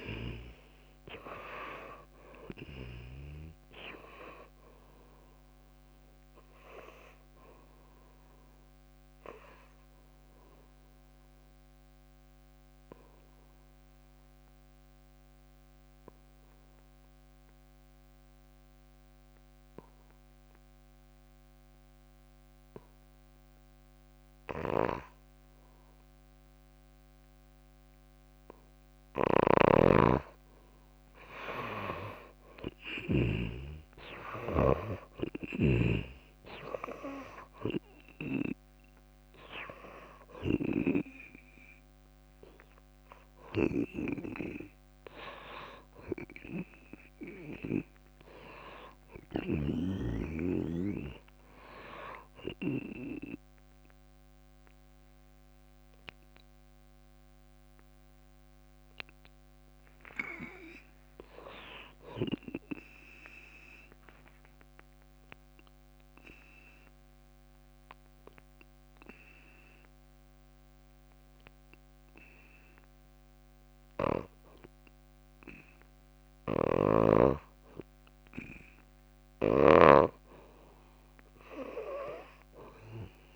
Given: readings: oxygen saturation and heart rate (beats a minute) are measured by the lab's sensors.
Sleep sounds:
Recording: breathing in sleep by a microphone on the trachea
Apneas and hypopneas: 2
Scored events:
0.00-9.50 s: drop in pulse transit time (device-marked, heart rate 58 extreme)
0.00-22.50 s: oxygen desaturation (device-marked, oxygen 74% lowest, heart rate 56 extreme)
10.50-29.00 s: obstructive apnea (oxygen 97% before, 74% lowest, heart rate 73 before, 56 extreme, up 9 after)
28.50-53.50 s: oxygen desaturation (device-marked, oxygen 99% before, 86% lowest, heart rate 59 before, 56 extreme)
29.50-33.50 s: snoring (device-marked)
33.00-37.00 s: arousal
62.50-77.00 s: obstructive apnea (oxygen 98% before, 87% lowest, heart rate 59 before, 58 extreme, up 6 after)
64.50-81.50 s: drop in pulse transit time (device-marked, heart rate 59 before, 58 extreme)
76.50-83.36 s: snoring (device-marked)
From the record:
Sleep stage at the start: N2 (light sleep)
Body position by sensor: on the back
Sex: female

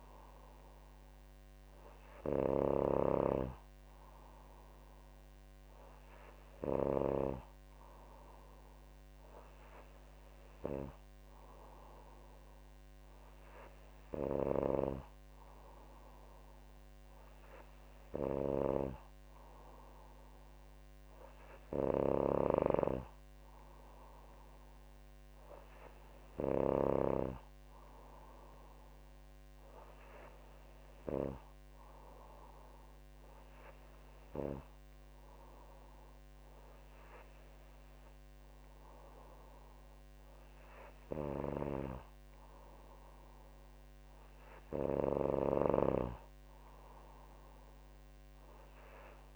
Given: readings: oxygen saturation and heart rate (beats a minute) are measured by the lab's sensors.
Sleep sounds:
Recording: breathing in sleep by a microphone on the trachea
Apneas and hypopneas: none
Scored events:
none scored
From the record:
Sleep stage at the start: N3 (deep sleep)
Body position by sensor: on the back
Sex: female

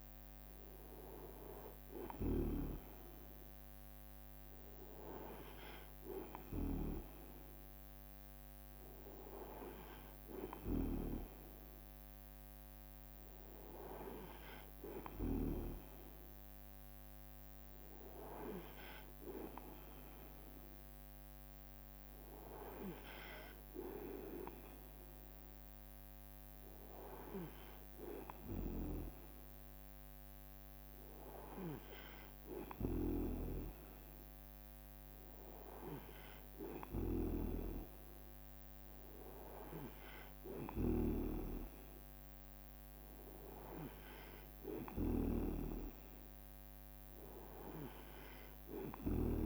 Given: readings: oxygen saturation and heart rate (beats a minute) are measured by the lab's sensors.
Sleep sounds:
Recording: breathing in sleep by a microphone on the trachea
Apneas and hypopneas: none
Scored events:
0.00-1.50 s: leg movement (device-marked)
0.00-3.00 s: snoring (device-marked)
45.50-49.46 s: snoring (device-marked)
From the record:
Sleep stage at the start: N2 (light sleep)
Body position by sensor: on the right side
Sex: male

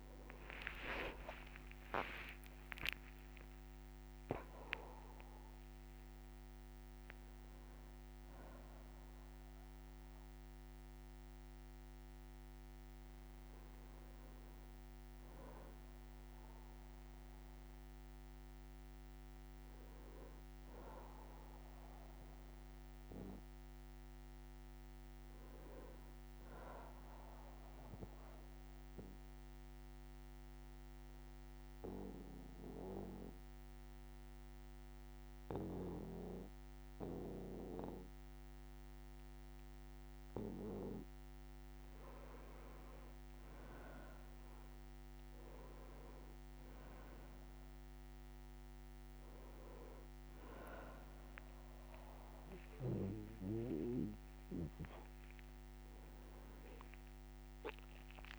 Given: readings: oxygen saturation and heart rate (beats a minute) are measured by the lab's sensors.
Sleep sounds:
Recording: breathing in sleep by a microphone on the trachea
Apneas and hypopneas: 1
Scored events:
0.00-10.00 s: oxygen desaturation (device-marked, oxygen 91% lowest, heart rate 62 extreme)
0.50-5.00 s: arousal
1.50-3.50 s: long interval between heartbeats (device-marked, heart rate 72 before, 78 extreme)
2.00-4.00 s: tachycardia (device-marked, heart rate 67 before, 98 extreme)
3.00-58.39 s: new sleep stage, N1 (lightest sleep)
4.00-6.00 s: long interval between heartbeats (device-marked, heart rate 76 before, 100 extreme)
28.00-40.50 s: obstructive apnea (oxygen 100% before, 94% lowest, heart rate 65 before, 61 extreme, up 2 after)
38.00-58.39 s: oxygen desaturation (device-marked, oxygen 98% before, 94% lowest, heart rate 62 before, 60 extreme)
51.50-56.50 s: arousal
From the record:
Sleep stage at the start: N2 (light sleep)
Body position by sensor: on the back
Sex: male

